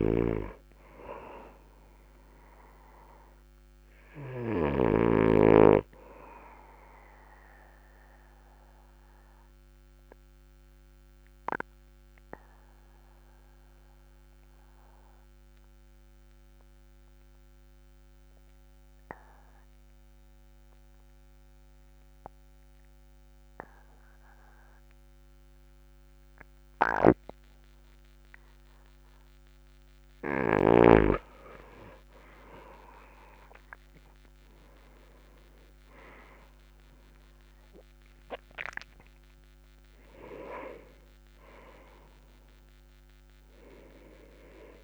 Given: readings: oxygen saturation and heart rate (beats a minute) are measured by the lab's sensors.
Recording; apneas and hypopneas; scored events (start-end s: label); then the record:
breathing in sleep by a microphone on the trachea; 1
0.00-6.00 s: snoring (device-marked)
7.50-30.00 s: obstructive apnea (oxygen 96% before, 93% lowest, heart rate 46 before, 43 extreme, up 4 after)
33.00-37.50 s: arousal
39.50-43.50 s: oxygen desaturation (device-marked, oxygen 97% before, 94% lowest, heart rate 48 before, 43 extreme)
From the record:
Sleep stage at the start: N2 (light sleep); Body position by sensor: on the back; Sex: male